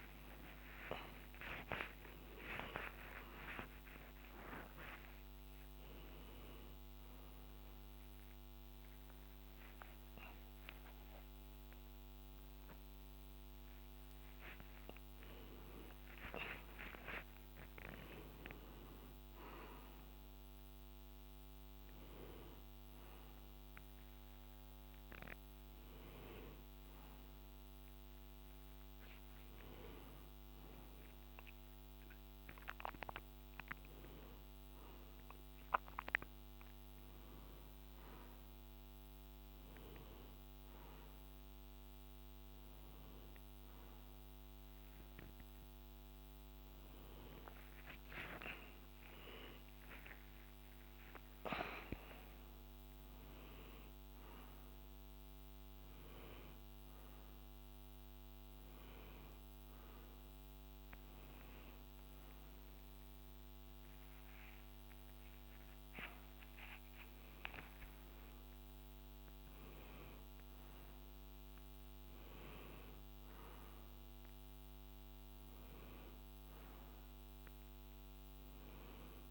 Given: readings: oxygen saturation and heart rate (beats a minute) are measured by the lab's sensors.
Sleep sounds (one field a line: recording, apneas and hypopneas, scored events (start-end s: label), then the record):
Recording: a person awake in a sleep study, by a microphone on the trachea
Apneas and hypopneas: none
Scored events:
13.50-17.50 s: tachycardia (device-marked, heart rate 69 before, 101 extreme)
48.50-51.50 s: tachycardia (device-marked, heart rate 70 before, 100 extreme)
From the record:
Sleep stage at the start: awake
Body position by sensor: on the right side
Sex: male